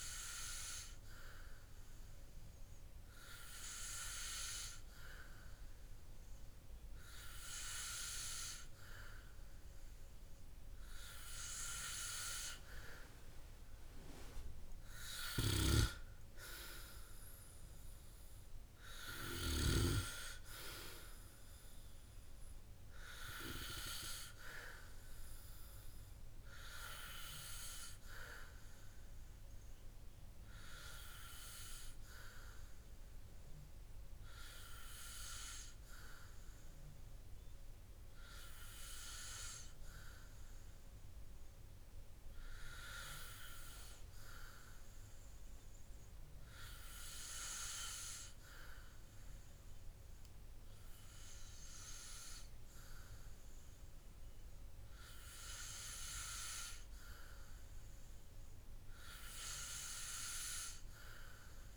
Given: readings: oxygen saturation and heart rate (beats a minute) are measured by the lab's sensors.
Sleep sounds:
breathing in sleep by a room microphone; none
6.50-24.50 s: oxygen desaturation (device-marked, oxygen 96% before, 93% lowest, heart rate 69 before, 59 extreme)
From the record:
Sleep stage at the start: N2 (light sleep); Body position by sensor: on the back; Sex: male

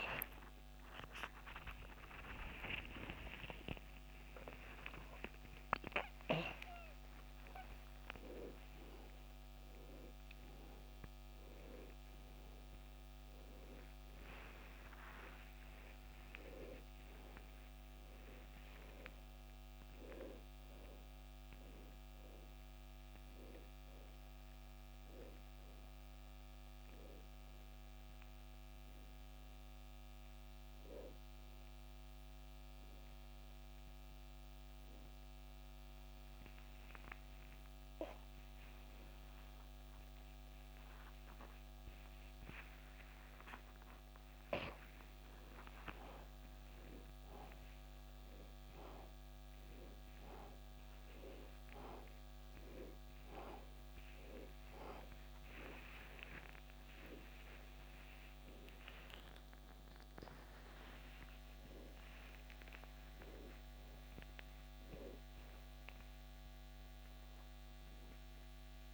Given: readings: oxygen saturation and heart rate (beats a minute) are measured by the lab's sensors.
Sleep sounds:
a person awake in a sleep study, by a microphone on the trachea; none
0.00-6.50 s: oxygen desaturation (device-marked, oxygen 94% lowest, heart rate 69 extreme)
26.50-44.50 s: oxygen desaturation (device-marked, oxygen 94% before, 90% lowest, heart rate 80 before, 70 extreme)
From the record:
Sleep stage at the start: awake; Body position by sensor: upright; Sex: male

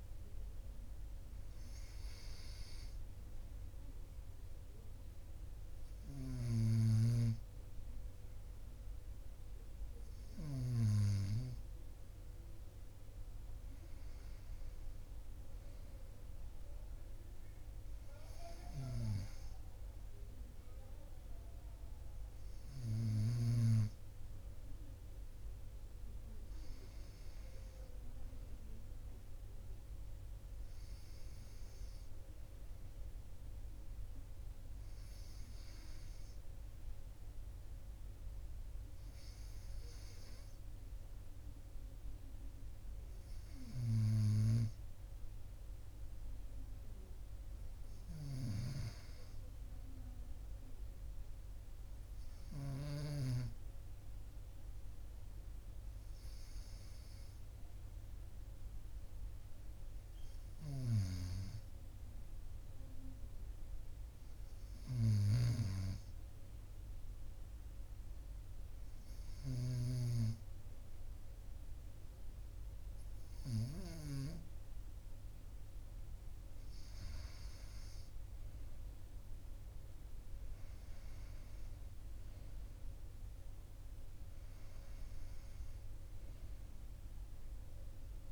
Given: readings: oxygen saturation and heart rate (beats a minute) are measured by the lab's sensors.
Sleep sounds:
breathing in sleep by a room microphone; none
none scored
From the record:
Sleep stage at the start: N2 (light sleep); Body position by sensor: on the right side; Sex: male

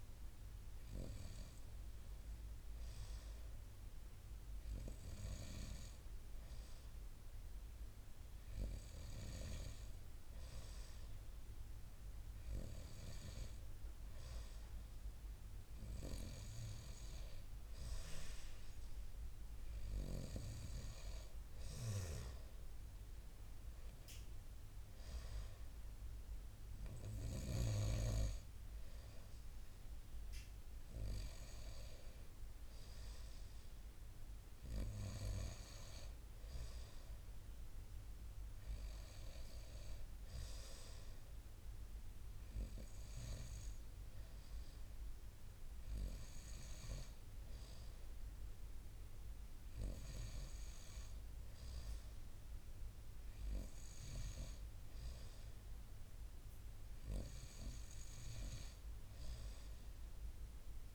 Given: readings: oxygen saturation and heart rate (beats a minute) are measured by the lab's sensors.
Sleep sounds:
breathing in sleep by a room microphone; none
none scored
From the record:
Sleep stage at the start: N2 (light sleep); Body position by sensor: on the right side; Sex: male

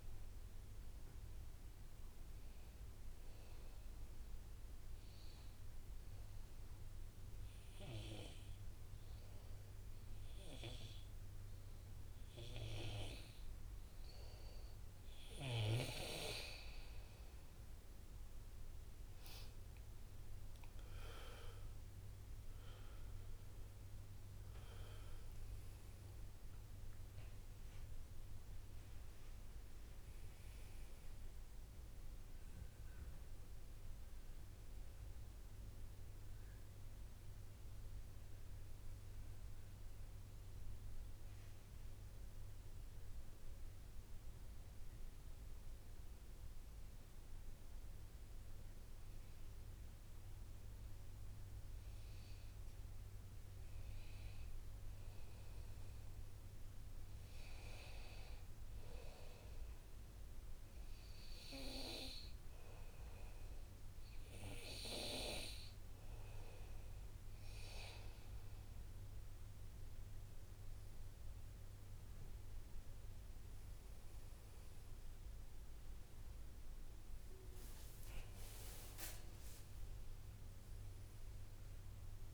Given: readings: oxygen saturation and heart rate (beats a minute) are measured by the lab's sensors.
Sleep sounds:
breathing in sleep by a room microphone; 2
0.00-6.50 s: oxygen desaturation (device-marked, oxygen 92% lowest, heart rate 61 extreme)
5.00-17.50 s: obstructive apnea (oxygen 98% before, 93% lowest, heart rate 68 before, 61 extreme, up 6 after)
19.50-41.50 s: oxygen desaturation (device-marked, oxygen 99% before, 93% lowest, heart rate 62 before, 57 extreme)
20.00-25.50 s: arousal
46.00-68.00 s: hypopnea (oxygen 99% before, 92% lowest, heart rate 67 before, 57 extreme, up 8 after)
62.50-82.34 s: oxygen desaturation (device-marked, oxygen 99% before, 94% lowest, heart rate 61 before, 61 extreme)
70.50-75.50 s: arousal
From the record:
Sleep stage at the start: N2 (light sleep); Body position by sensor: on the back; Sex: male

